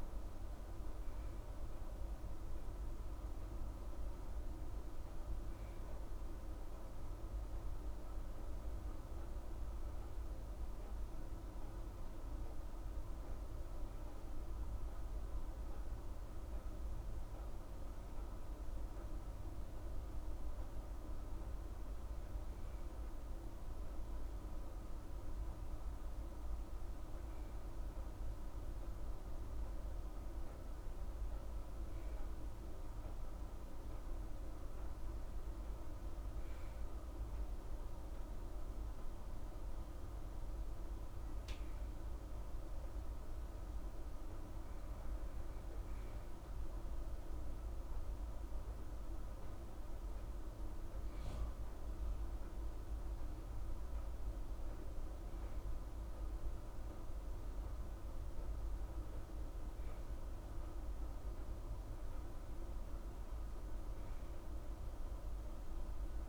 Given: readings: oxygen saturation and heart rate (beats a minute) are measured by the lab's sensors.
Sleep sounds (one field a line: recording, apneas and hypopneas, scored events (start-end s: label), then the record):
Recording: breathing in sleep, hard to hear, by a room microphone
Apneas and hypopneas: none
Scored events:
none scored
From the record:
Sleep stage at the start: N2 (light sleep)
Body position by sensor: on the right side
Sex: female